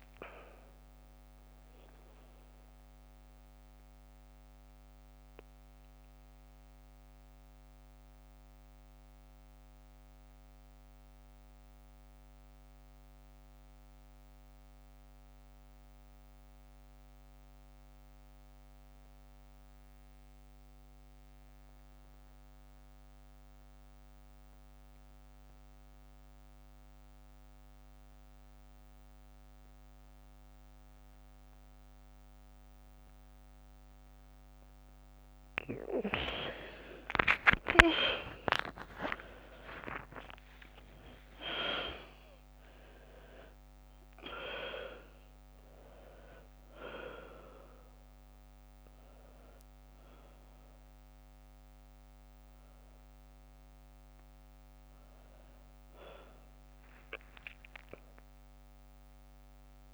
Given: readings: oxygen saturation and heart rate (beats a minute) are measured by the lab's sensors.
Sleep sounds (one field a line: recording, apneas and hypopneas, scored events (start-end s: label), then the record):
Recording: breathing in sleep by a microphone on the trachea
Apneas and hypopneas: 1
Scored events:
0.00-9.00 s: oxygen desaturation (device-marked, oxygen 86% lowest, heart rate 55 extreme)
2.50-34.50 s: mixed apnea (oxygen 93% before, 81% lowest, heart rate 66 before, 55 extreme, up 5 after)
33.00-59.94 s: oxygen desaturation (device-marked, oxygen 100% before, 81% lowest, heart rate 58 before, 62 extreme)
52.00-59.94 s: new sleep stage, awake
From the record:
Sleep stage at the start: N2 (light sleep)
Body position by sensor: on the back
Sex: female